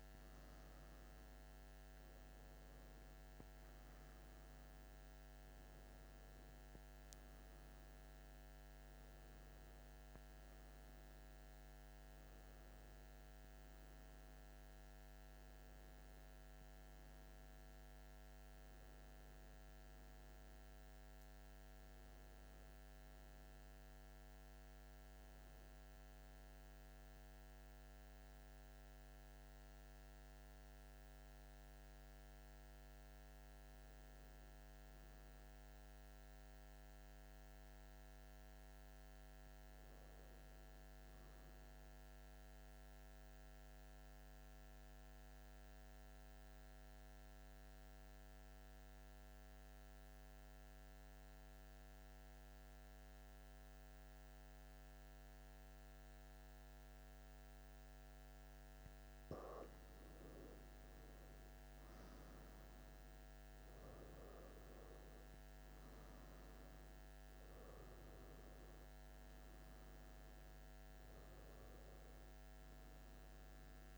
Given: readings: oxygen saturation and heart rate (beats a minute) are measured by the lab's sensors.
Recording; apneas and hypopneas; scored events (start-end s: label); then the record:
breathing in sleep, hard to hear, by a microphone on the trachea; 1
0.00-17.00 s: oxygen desaturation (device-marked, oxygen 91% lowest)
24.00-73.98 s: new sleep stage, N2 (light sleep)
32.00-36.50 s: arousal
41.00-58.50 s: mixed apnea (oxygen 98% before, 92% lowest)
57.00-73.98 s: oxygen desaturation (device-marked, oxygen 97% before, 92% lowest)
60.00-64.50 s: arousal
From the record:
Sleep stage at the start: N1 (lightest sleep); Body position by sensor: on the back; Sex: male